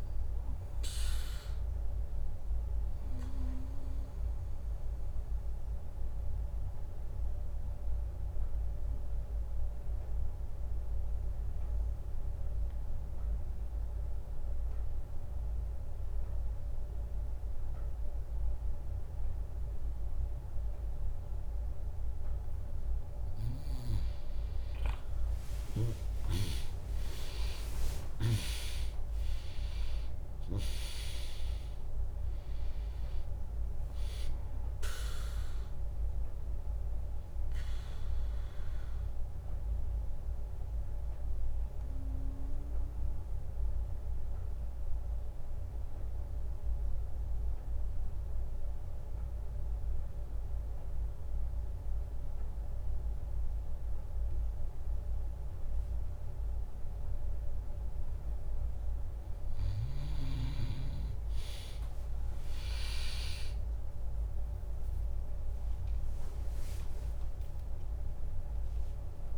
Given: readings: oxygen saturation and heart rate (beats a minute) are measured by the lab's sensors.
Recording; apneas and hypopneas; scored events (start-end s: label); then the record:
breathing in sleep by a room microphone; 2
0.00-5.50 s: drop in pulse transit time (device-marked, heart rate 74 extreme)
0.00-14.50 s: oxygen desaturation (device-marked, oxygen 95% lowest, heart rate 65 extreme)
1.00-23.00 s: obstructive apnea (oxygen 100% before, 95% lowest, heart rate 75 before, 65 extreme, up 20 after)
24.50-29.00 s: arousal
25.50-27.50 s: long interval between heartbeats (device-marked, heart rate 75 before, 77 extreme)
28.50-39.50 s: drop in pulse transit time (device-marked, heart rate 76 before, 77 extreme)
28.50-49.50 s: oxygen desaturation (device-marked, oxygen 100% before, 95% lowest, heart rate 76 before, 58 extreme)
38.00-58.00 s: obstructive apnea (oxygen 100% before, 95% lowest, heart rate 77 before, 58 extreme)
56.50-59.50 s: bradycardia (device-marked, heart rate 74 before, 60 extreme)
62.50-68.50 s: arousal
64.50-69.38 s: oxygen desaturation (device-marked, oxygen 100% before, 95% lowest, heart rate 70 before, 62 extreme)
65.50-69.38 s: drop in pulse transit time (device-marked, heart rate 69 before, 63 extreme)
From the record:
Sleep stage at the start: N2 (light sleep); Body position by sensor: on the back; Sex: female